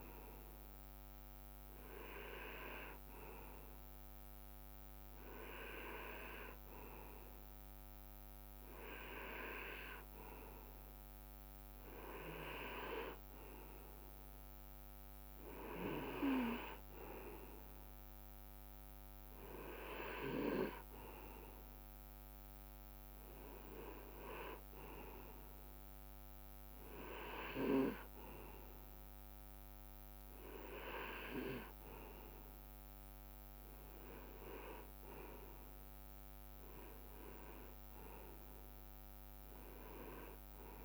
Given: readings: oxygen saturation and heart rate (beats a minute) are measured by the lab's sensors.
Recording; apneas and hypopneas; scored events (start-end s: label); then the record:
breathing in sleep by a microphone on the trachea; none
none scored
From the record:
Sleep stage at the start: REM sleep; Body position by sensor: on the right side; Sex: male